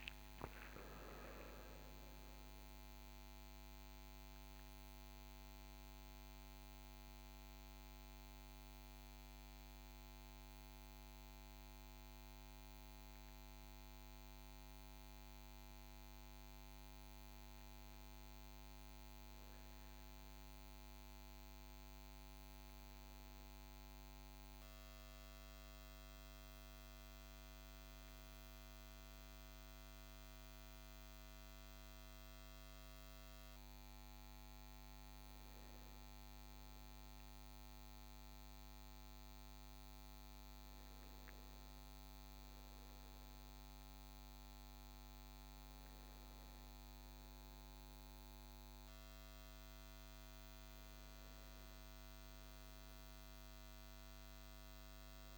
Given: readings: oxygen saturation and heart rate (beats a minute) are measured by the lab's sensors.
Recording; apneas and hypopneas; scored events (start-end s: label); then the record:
breathing in sleep, hard to hear, by a microphone on the trachea; 2
0.00-1.50 s: arousal
5.50-18.00 s: mixed apnea (oxygen 97% before, 95% lowest, heart rate 91 before, 63 extreme, up 1 after)
17.00-55.37 s: new sleep stage, REM sleep
20.50-24.50 s: arousal
29.50-41.00 s: hypopnea (oxygen 98% before, 94% lowest, heart rate 69 before, 63 extreme, up 3 after)
43.50-47.00 s: arousal
From the record:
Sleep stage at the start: N1 (lightest sleep); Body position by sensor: on the back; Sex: male